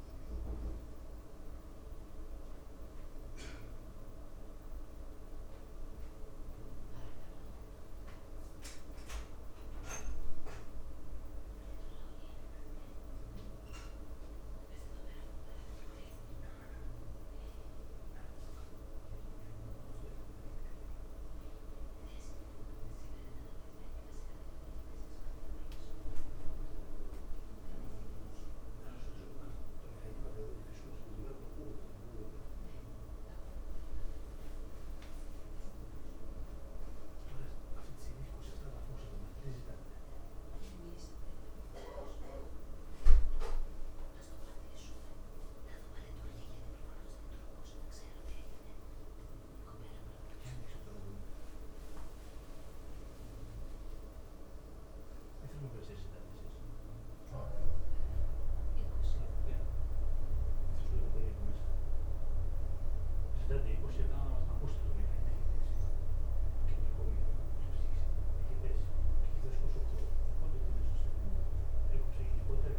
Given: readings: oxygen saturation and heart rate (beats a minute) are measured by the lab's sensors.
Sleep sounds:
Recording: breathing in sleep by a room microphone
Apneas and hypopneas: none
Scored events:
50.00-59.00 s: leg movement (device-marked)
From the record:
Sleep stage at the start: N2 (light sleep)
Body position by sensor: on the back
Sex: female

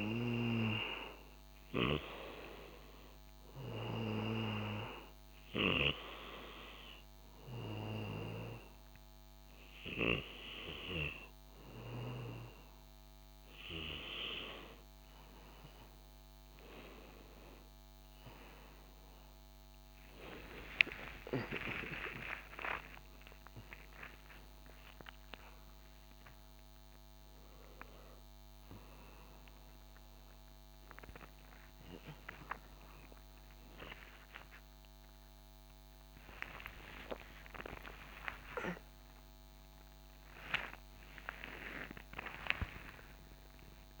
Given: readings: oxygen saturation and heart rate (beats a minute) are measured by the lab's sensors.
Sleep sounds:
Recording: a person awake in a sleep study, by a microphone on the trachea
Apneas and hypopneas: none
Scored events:
24.00-36.00 s: oxygen desaturation (device-marked, oxygen 98% before, 95% lowest, heart rate 77 before, 82 extreme)
From the record:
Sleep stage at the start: awake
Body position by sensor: on the back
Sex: male

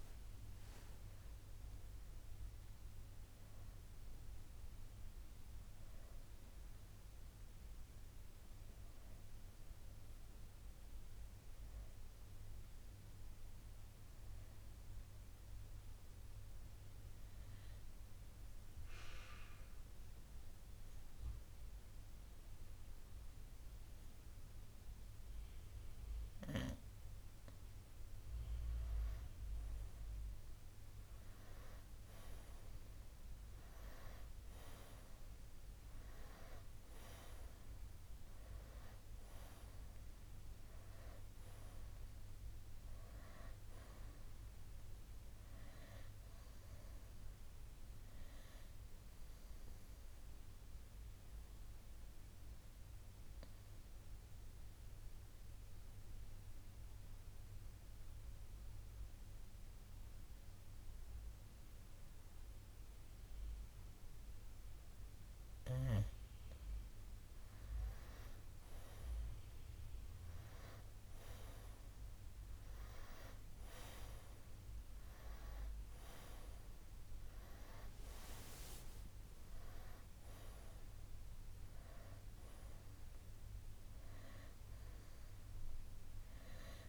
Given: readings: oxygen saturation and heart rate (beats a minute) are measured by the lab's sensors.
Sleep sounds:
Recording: breathing in sleep by a room microphone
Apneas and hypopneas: 2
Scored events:
0.00-21.50 s: oxygen desaturation (device-marked, oxygen 91% lowest, heart rate 57 extreme)
14.50-86.89 s: new sleep stage, N2 (light sleep)
15.00-28.00 s: obstructive apnea (oxygen 97% before, 90% lowest, heart rate 61 before, 58 extreme, up 8 after)
30.00-35.50 s: arousal
48.50-68.50 s: oxygen desaturation (device-marked, oxygen 94% before, 90% lowest, heart rate 64 before, 57 extreme)
49.50-66.00 s: obstructive apnea (oxygen 96% before, 90% lowest, heart rate 64 before, 57 extreme, up 9 after)
69.00-73.50 s: arousal
From the record:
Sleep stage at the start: N1 (lightest sleep)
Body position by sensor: on the right side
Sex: male

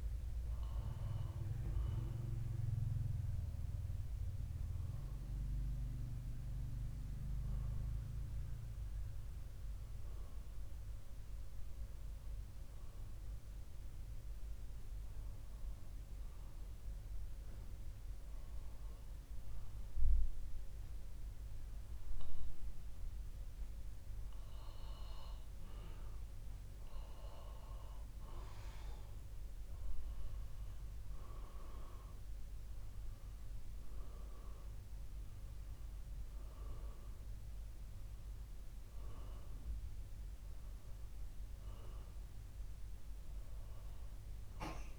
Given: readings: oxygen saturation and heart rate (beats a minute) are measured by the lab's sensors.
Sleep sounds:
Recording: breathing in sleep by a room microphone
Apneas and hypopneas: 1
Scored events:
11.50-25.50 s: obstructive apnea (oxygen 94% before, 91% lowest, heart rate 67 before, 65 extreme, up 5 after)
27.50-31.50 s: arousal
From the record:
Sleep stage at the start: N2 (light sleep)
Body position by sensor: on the back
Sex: male

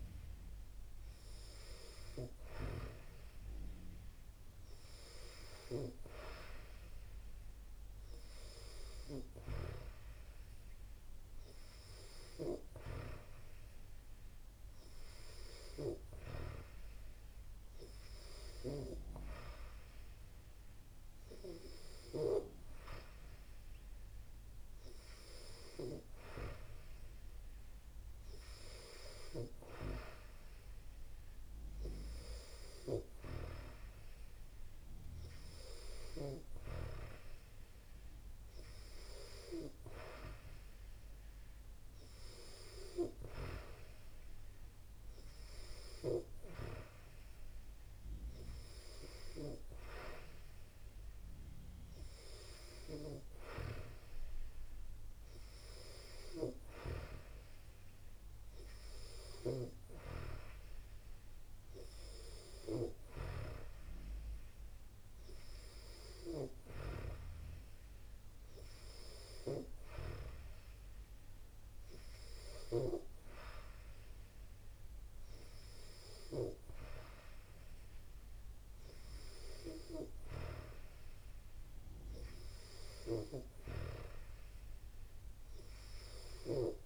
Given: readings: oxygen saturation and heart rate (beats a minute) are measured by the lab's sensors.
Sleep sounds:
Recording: breathing in sleep by a room microphone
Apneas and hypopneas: none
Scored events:
none scored
From the record:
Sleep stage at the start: N2 (light sleep)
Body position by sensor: on the back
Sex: female

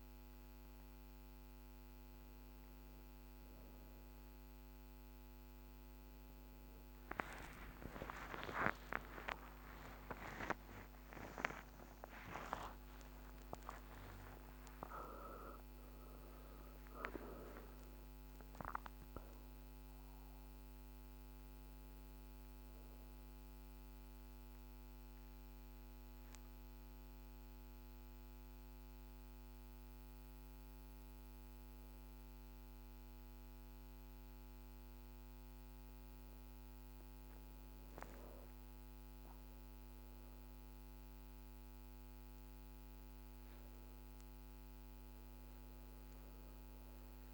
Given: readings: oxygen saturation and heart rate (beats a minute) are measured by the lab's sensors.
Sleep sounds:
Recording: breathing in sleep by a microphone on the trachea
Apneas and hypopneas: none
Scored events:
7.00-13.50 s: arousal
From the record:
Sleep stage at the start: N1 (lightest sleep)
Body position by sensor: on the back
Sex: female

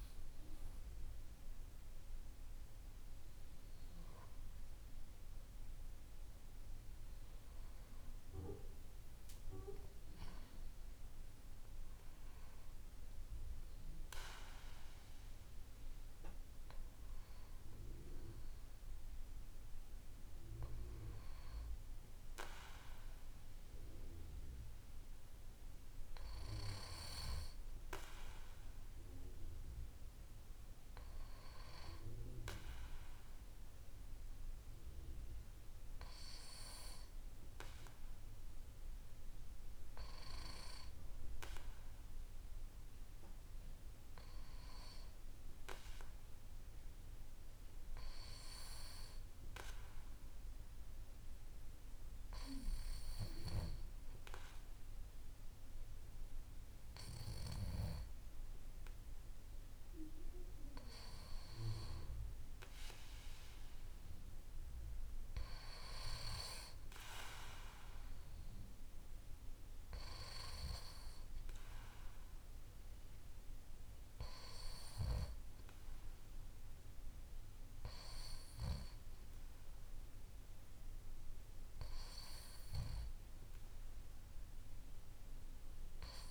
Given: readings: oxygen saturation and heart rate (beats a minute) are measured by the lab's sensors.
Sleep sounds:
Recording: breathing in sleep by a room microphone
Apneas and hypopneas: 1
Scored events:
48.50-60.50 s: hypopnea (oxygen 96% before, 94% lowest, heart rate 51 before, 52 extreme, up 1 after)
62.00-65.00 s: arousal
From the record:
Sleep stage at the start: N2 (light sleep)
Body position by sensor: on the back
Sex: male

